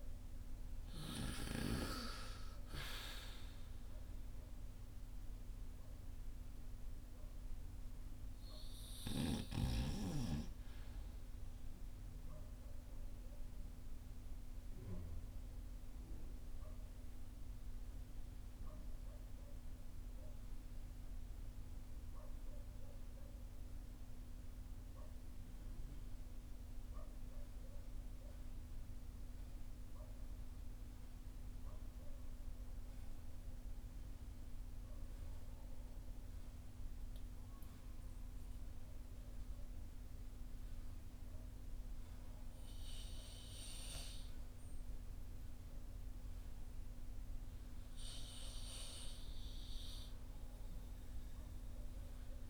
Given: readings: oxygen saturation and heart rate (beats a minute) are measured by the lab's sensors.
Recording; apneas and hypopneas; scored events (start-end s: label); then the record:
breathing in sleep by a room microphone; 1
0.00-8.00 s: oxygen desaturation (device-marked, oxygen 79% lowest, heart rate 42 extreme)
13.00-40.00 s: mixed apnea (oxygen 85% before, 78% lowest, heart rate 64 before, 42 extreme, up 8 after)
41.00-52.50 s: oxygen desaturation (device-marked, oxygen 98% before, 78% lowest, heart rate 53 before, 52 extreme)
42.00-46.00 s: arousal
From the record:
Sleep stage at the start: REM sleep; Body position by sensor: on the back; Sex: male